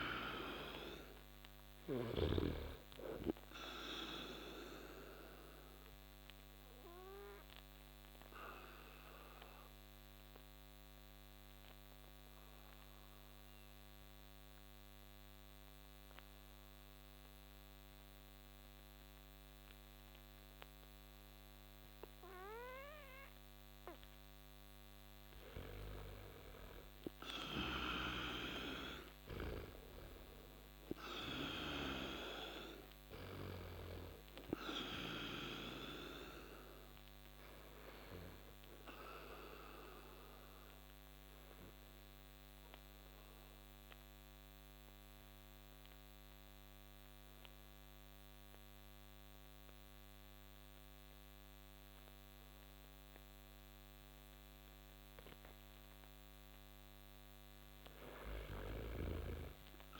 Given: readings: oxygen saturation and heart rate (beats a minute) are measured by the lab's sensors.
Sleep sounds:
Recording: breathing in sleep by a microphone on the trachea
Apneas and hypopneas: 2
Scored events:
0.00-2.00 s: snoring (device-marked)
3.00-19.00 s: oxygen desaturation (device-marked, oxygen 97% before, 88% lowest)
5.00-23.50 s: obstructive apnea (oxygen 97% before, 88% lowest)
27.50-30.00 s: arousal
33.00-52.00 s: oxygen desaturation (device-marked, oxygen 97% before, 89% lowest)
36.00-55.50 s: obstructive apnea (oxygen 97% before, 89% lowest)
58.50-60.00 s: arousal
From the record:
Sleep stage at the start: N2 (light sleep)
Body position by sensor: on the back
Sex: male

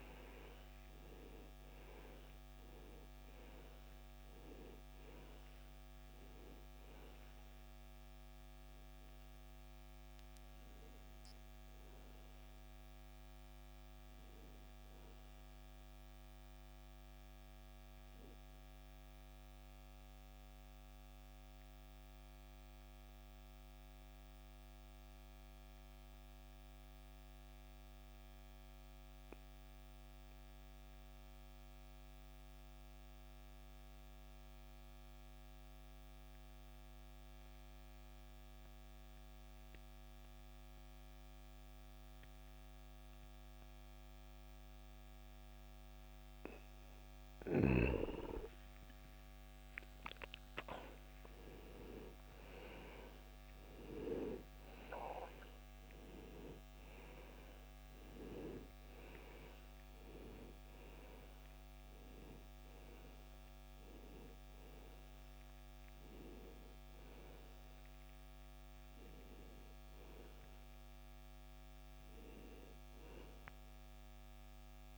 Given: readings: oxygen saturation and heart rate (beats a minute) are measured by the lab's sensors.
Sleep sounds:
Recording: breathing in sleep by a microphone on the trachea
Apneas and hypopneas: 1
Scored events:
0.00-33.00 s: oxygen desaturation (device-marked, oxygen 80% lowest, heart rate 55 extreme)
8.00-74.98 s: new sleep stage, N2 (light sleep)
19.50-46.00 s: obstructive apnea (oxygen 95% before, 80% lowest, heart rate 77 before, 55 extreme, up 5 after)
49.00-54.00 s: arousal
55.00-74.98 s: oxygen desaturation (device-marked, oxygen 97% before, 82% lowest, heart rate 62 before, 56 extreme)
From the record:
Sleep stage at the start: N1 (lightest sleep)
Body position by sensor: on the back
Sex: male

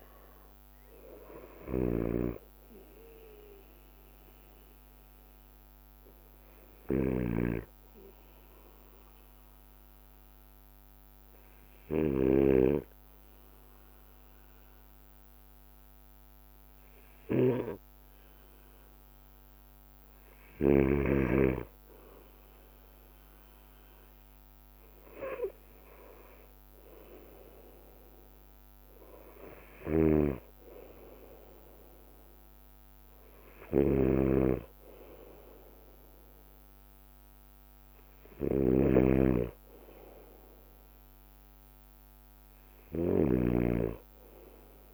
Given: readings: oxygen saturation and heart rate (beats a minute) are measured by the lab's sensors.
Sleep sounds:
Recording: breathing in sleep by a microphone on the trachea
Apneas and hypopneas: 1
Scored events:
0.00-21.00 s: snoring (device-marked)
2.50-44.94 s: bradycardia (device-marked, heart rate 57 before, 56 extreme)
4.50-17.00 s: hypopnea (oxygen 94% before, 92% lowest, heart rate 58 before, 56 extreme, up 2 after)
30.00-44.94 s: snoring (device-marked)
From the record:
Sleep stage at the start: N2 (light sleep)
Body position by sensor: on the right side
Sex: male

